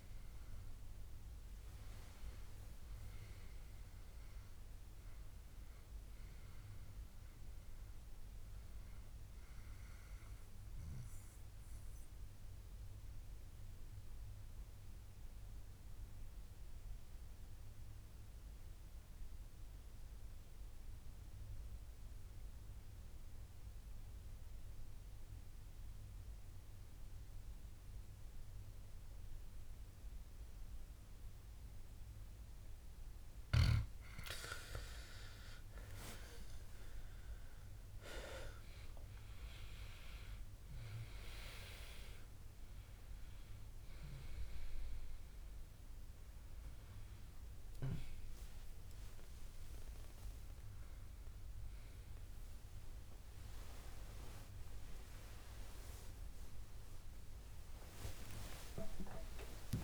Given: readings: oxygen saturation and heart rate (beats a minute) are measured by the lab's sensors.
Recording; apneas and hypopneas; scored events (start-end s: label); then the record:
breathing in sleep by a room microphone; 1
13.00-34.00 s: obstructive apnea (oxygen 97% before, 89% lowest, heart rate 74 before, 59 extreme, up 17 after)
32.00-59.84 s: oxygen desaturation (device-marked, oxygen 98% before, 89% lowest, heart rate 64 before, 70 extreme)
35.50-40.00 s: arousal
From the record:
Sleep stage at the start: N2 (light sleep); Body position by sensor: on the back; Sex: male